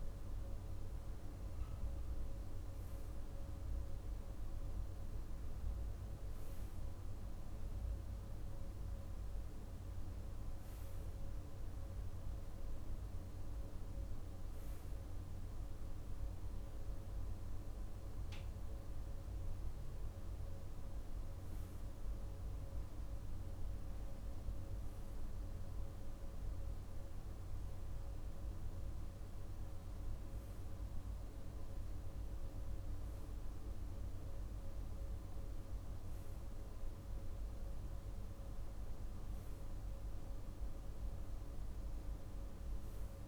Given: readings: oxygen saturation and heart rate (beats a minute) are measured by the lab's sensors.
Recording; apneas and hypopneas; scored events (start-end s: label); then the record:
breathing in sleep, hard to hear, by a room microphone; none
none scored
From the record:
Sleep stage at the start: REM sleep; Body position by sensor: on the right side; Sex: male